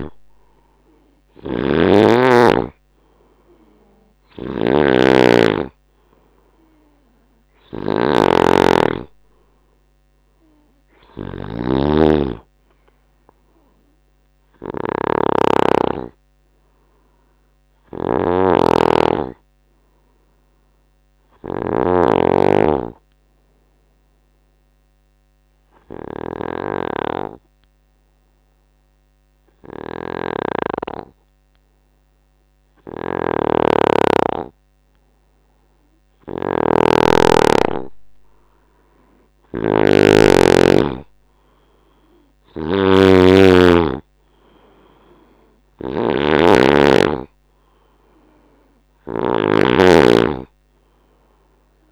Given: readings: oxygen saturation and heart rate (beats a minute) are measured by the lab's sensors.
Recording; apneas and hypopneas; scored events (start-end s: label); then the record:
breathing in sleep by a microphone on the trachea; 1
0.00-2.00 s: snoring (device-marked)
0.00-20.50 s: oxygen desaturation (device-marked, oxygen 91% lowest, heart rate 66 extreme)
4.00-51.92 s: snoring (device-marked)
24.50-36.00 s: hypopnea (oxygen 96% before, 92% lowest, heart rate 73 before, 69 extreme, up 8 after)
42.00-46.50 s: arousal
42.50-51.92 s: oxygen desaturation (device-marked, oxygen 97% before, 92% lowest, heart rate 71 before, 69 extreme)
From the record:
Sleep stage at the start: N2 (light sleep); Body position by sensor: on the right side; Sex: male